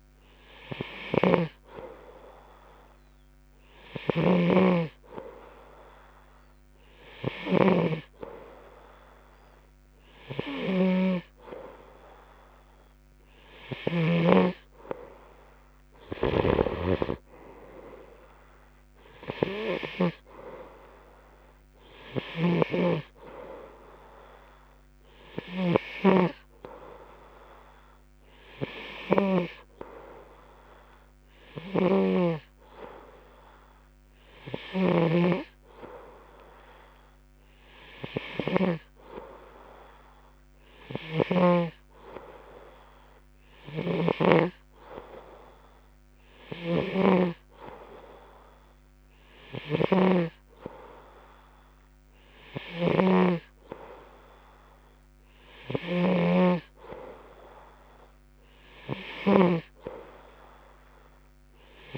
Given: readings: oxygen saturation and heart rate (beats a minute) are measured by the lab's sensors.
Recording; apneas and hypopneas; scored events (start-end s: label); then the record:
breathing in sleep by a microphone on the trachea; none
1.50-14.50 s: snoring (device-marked)
16.50-35.50 s: snoring (device-marked)
44.00-61.98 s: snoring (device-marked)
From the record:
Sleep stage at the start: N2 (light sleep); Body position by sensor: on the right side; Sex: male